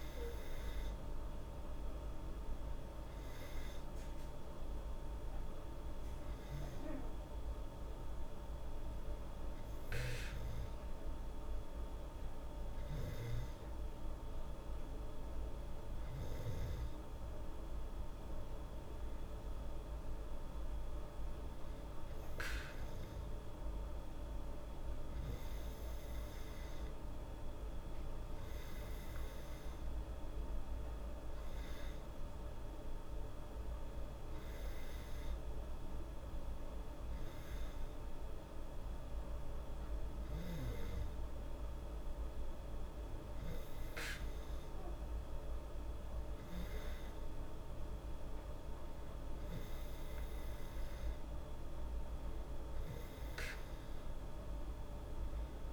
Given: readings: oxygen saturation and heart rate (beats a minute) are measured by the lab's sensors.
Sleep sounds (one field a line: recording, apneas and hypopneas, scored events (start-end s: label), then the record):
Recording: breathing in sleep, hard to hear, by a room microphone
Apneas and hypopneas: none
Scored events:
0.00-9.50 s: oxygen desaturation (device-marked, oxygen 95% lowest, heart rate 77 extreme)
From the record:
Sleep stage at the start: N2 (light sleep)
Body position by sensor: on the back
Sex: female